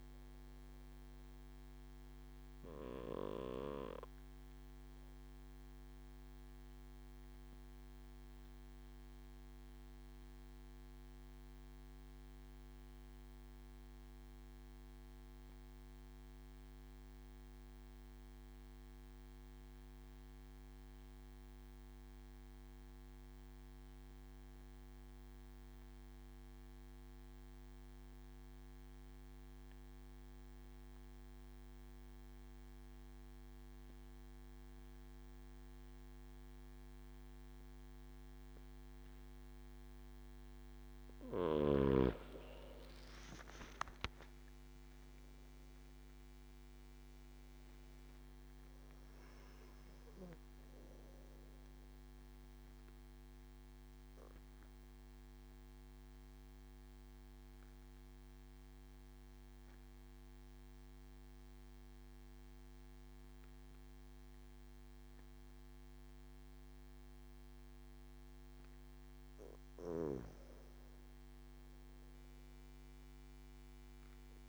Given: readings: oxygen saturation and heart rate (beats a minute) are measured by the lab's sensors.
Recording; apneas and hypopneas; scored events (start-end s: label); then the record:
breathing in sleep by a microphone on the trachea; 2
4.50-40.00 s: obstructive apnea (oxygen 97% before, 90% lowest)
23.00-67.00 s: oxygen desaturation (device-marked, oxygen 96% before, 90% lowest)
43.50-47.00 s: arousal
53.00-68.00 s: obstructive apnea (oxygen 95% before, 90% lowest)
70.00-74.49 s: arousal
From the record:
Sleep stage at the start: N1 (lightest sleep); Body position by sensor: on the back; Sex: male